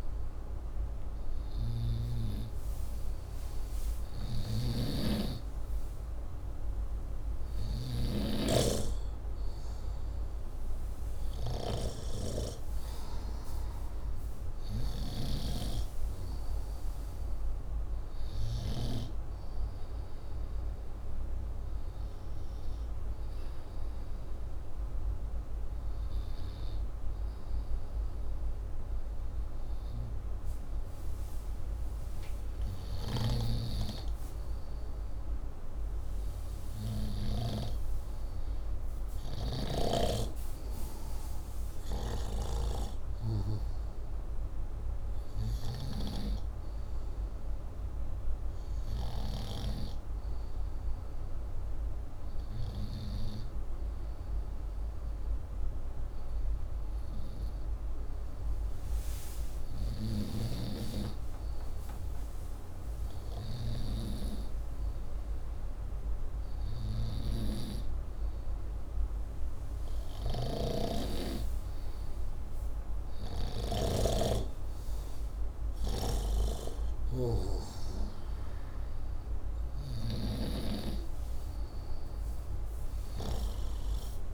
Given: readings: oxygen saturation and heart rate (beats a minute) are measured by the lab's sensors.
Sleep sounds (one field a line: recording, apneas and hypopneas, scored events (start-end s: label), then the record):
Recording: breathing in sleep by a room microphone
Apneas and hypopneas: none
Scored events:
0.00-20.00 s: oxygen desaturation (device-marked, oxygen 93% lowest, heart rate 63 extreme)
4.00-8.00 s: snoring (device-marked)
32.50-37.50 s: snoring (device-marked)
70.00-74.00 s: snoring (device-marked)
76.00-80.00 s: arousal
From the record:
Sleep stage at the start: N2 (light sleep)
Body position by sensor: upright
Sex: male